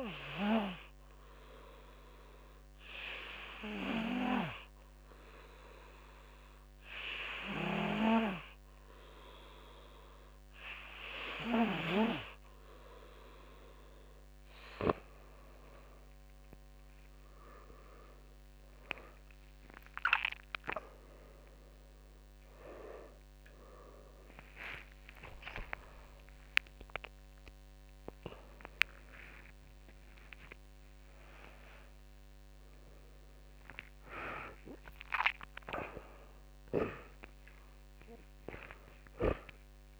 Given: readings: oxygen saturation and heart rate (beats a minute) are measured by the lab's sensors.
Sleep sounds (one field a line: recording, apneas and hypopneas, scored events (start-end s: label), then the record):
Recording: a person awake in a sleep study, by a microphone on the trachea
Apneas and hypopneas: none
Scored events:
4.00-34.00 s: new sleep stage, awake
19.00-40.00 s: drop in pulse transit time (device-marked, heart rate 57 before, 72 extreme)
26.00-34.00 s: oxygen desaturation (device-marked, oxygen 96% before, 92% lowest, heart rate 64 before, 55 extreme)
34.00-40.00 s: new sleep stage, N1 (lightest sleep)
From the record:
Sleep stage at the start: N2 (light sleep)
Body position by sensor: on the back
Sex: male